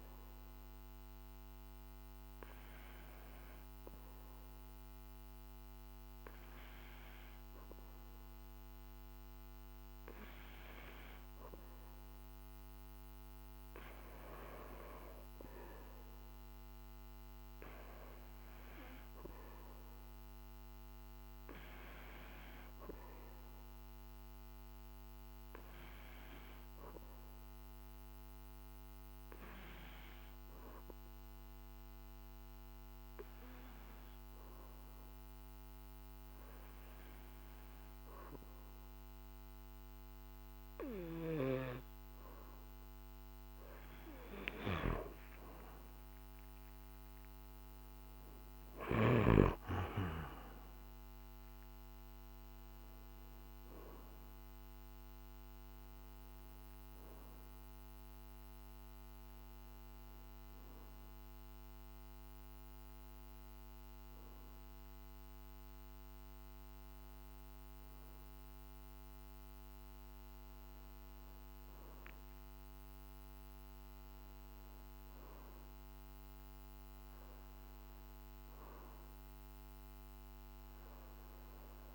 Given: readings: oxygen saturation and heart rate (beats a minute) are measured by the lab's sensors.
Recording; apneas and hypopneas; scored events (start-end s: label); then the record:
breathing in sleep by a microphone on the trachea; 1
23.50-42.50 s: hypopnea (oxygen 96% before, 94% lowest, heart rate 51 before, 48 extreme, up 9 after)
44.50-49.50 s: arousal
From the record:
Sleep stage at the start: N2 (light sleep); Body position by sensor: on the back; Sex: male